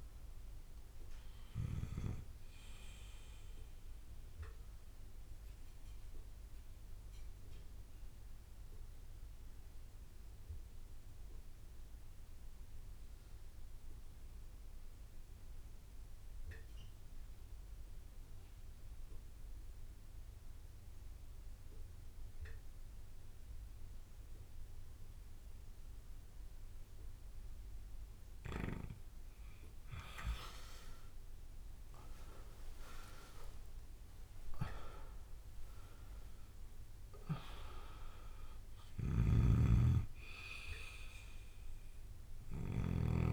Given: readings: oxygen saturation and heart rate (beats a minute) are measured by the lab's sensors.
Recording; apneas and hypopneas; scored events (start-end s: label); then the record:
breathing in sleep by a room microphone; 1
0.00-25.50 s: oxygen desaturation (device-marked, oxygen 91% lowest)
5.00-29.50 s: obstructive apnea (oxygen 99% before, 89% lowest)
31.00-36.00 s: arousal
35.50-43.33 s: oxygen desaturation (device-marked, oxygen 99% before, 89% lowest)
39.00-43.00 s: snoring (device-marked)
From the record:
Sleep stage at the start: N2 (light sleep); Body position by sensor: on the back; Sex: male